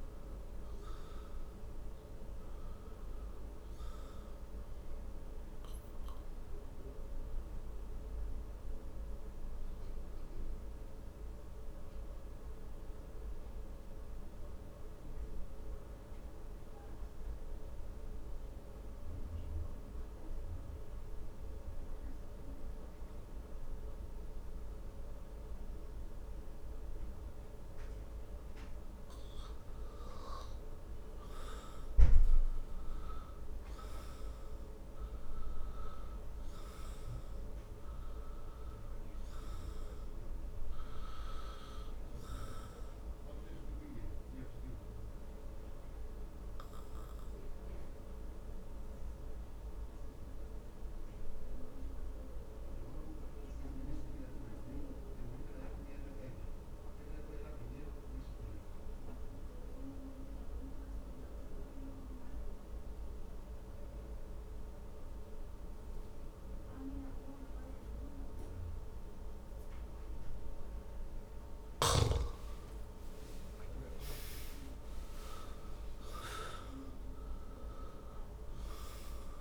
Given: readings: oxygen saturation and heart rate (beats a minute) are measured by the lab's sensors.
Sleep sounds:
breathing in sleep, hard to hear, by a room microphone; 2
0.00-20.00 s: oxygen desaturation (device-marked, oxygen 86% lowest, heart rate 52 extreme)
4.50-31.50 s: obstructive apnea (oxygen 100% before, 86% lowest, heart rate 68 before, 52 extreme, up 9 after)
32.50-36.50 s: arousal
35.00-64.00 s: oxygen desaturation (device-marked, oxygen 97% before, 88% lowest, heart rate 60 before, 55 extreme)
43.00-72.50 s: obstructive apnea (oxygen 98% before, 87% lowest, heart rate 63 before, 55 extreme, up 18 after)
73.50-78.00 s: arousal
76.00-79.41 s: oxygen desaturation (device-marked, oxygen 97% before, 87% lowest, heart rate 59 before, 54 extreme)
From the record:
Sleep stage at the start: N2 (light sleep); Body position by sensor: on the back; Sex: male

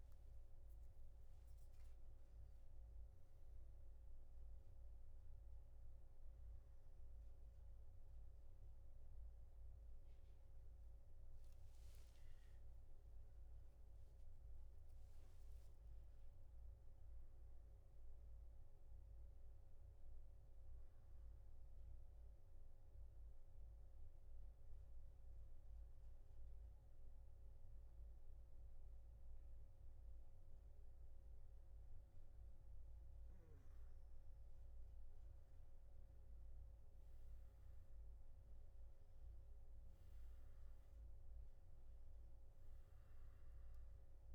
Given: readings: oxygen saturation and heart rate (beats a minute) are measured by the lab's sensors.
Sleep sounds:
breathing in sleep, hard to hear, by a room microphone; 1
21.50-32.50 s: obstructive apnea (oxygen 96% before, 91% lowest, heart rate 129 before, 116 extreme, up 2 after)
From the record:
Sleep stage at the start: N2 (light sleep); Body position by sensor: on the back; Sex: male

